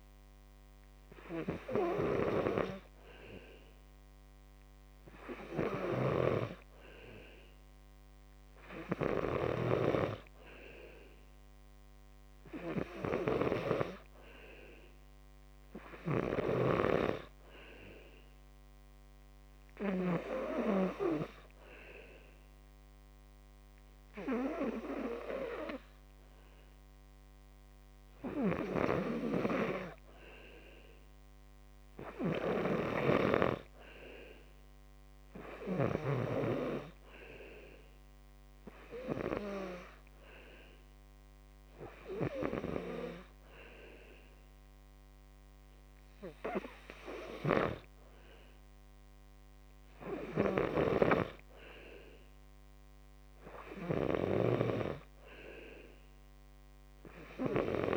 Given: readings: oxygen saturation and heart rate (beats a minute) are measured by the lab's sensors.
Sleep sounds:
breathing in sleep by a microphone on the trachea; 1
32.00-43.50 s: hypopnea (oxygen 93% before, 90% lowest, heart rate 58 before, 53 extreme, up 4 after)
37.50-53.50 s: oxygen desaturation (device-marked, oxygen 93% before, 90% lowest, heart rate 59 before, 53 extreme)
45.50-48.50 s: arousal
From the record:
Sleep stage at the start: N2 (light sleep); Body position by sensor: on the back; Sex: male

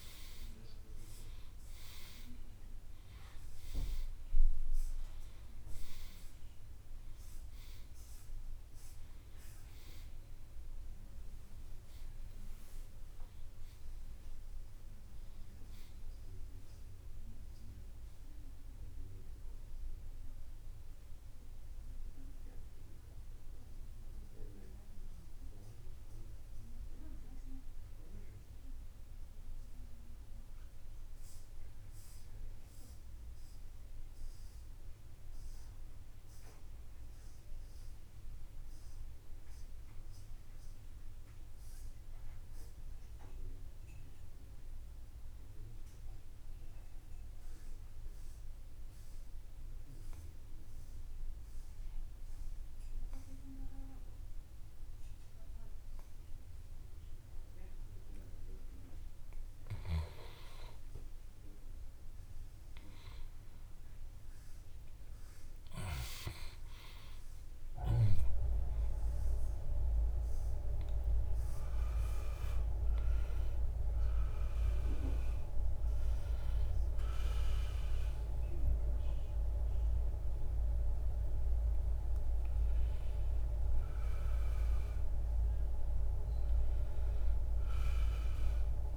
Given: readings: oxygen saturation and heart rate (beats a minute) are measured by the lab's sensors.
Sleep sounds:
breathing in sleep by a room microphone; 1
0.00-34.00 s: oxygen desaturation (device-marked, oxygen 86% lowest, heart rate 47 extreme)
20.50-59.00 s: obstructive apnea (oxygen 97% before, 80% lowest, heart rate 79 before, 47 extreme, up 21 after)
59.00-88.97 s: oxygen desaturation (device-marked, oxygen 96% before, 80% lowest, heart rate 59 before, 59 extreme)
60.50-65.00 s: arousal
From the record:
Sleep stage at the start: N2 (light sleep); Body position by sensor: on the back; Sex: male

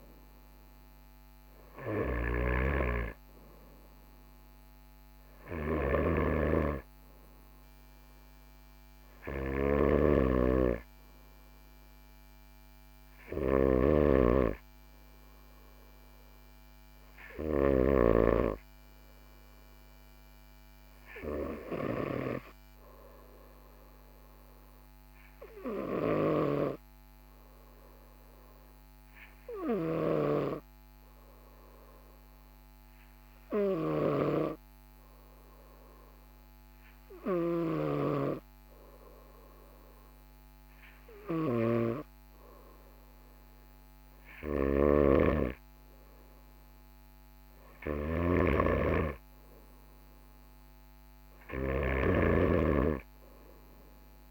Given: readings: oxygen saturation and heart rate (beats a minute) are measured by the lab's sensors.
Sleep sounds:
breathing in sleep by a microphone on the trachea; 1
0.00-18.00 s: snoring (device-marked)
22.00-42.00 s: obstructive apnea (oxygen 98% before, 95% lowest, heart rate 45 before, 44 extreme, up 1 after)
37.00-54.31 s: snoring (device-marked)
44.50-48.50 s: arousal
From the record:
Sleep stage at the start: N2 (light sleep); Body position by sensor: on the right side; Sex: male

